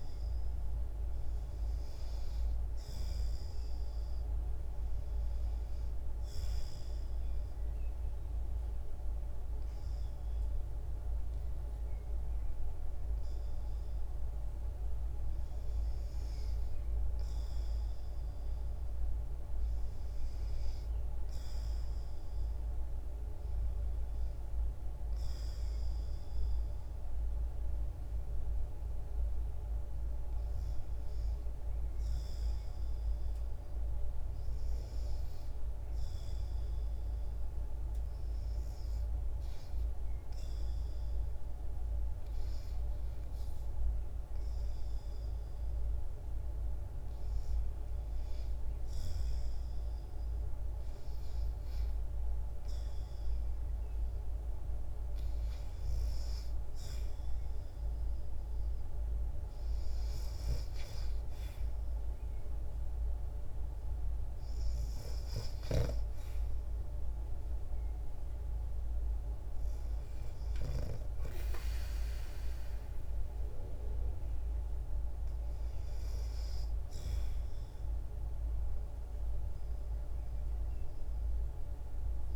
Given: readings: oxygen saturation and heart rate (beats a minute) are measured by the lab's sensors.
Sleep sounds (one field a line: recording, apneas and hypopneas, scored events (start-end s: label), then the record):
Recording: breathing in sleep, hard to hear, by a room microphone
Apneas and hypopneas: 2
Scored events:
0.00-19.00 s: oxygen desaturation (device-marked, oxygen 89% lowest, heart rate 60 extreme)
6.50-16.50 s: obstructive apnea (oxygen 97% before, 89% lowest, heart rate 60 before, 60 extreme, up 0 after)
20.00-23.00 s: arousal
33.00-48.50 s: hypopnea (oxygen 94% before, 90% lowest, heart rate 62 before, 63 extreme, up 3 after)
50.50-55.50 s: arousal
From the record:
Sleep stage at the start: REM sleep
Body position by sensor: on the back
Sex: female